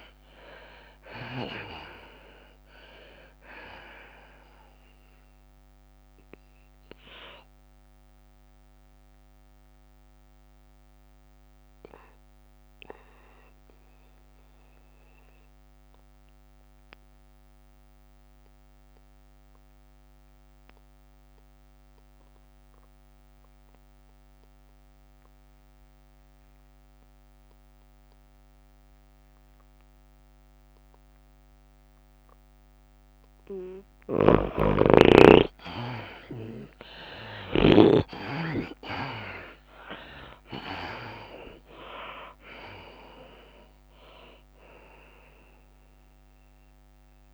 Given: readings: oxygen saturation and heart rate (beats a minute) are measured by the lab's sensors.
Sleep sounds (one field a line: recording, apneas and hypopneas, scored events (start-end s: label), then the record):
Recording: breathing in sleep by a microphone on the trachea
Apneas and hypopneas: 1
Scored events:
0.00-11.00 s: drop in pulse transit time (device-marked, heart rate 100 extreme)
0.00-18.00 s: oxygen desaturation (device-marked, oxygen 84% lowest, heart rate 92 extreme)
0.00-18.00 s: tachycardia (device-marked, heart rate 106 extreme)
8.00-34.50 s: mixed apnea (oxygen 98% before, 79% lowest, heart rate 100 before, 92 extreme, up 11 after)
26.00-47.34 s: oxygen desaturation (device-marked, oxygen 98% before, 79% lowest, heart rate 103 before, 92 extreme)
36.50-40.00 s: arousal
38.00-47.34 s: tachycardia (device-marked, heart rate 103 before, 106 extreme)
41.00-47.34 s: drop in pulse transit time (device-marked, heart rate 97 before, 101 extreme)
From the record:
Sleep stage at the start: N2 (light sleep)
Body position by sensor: on the back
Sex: female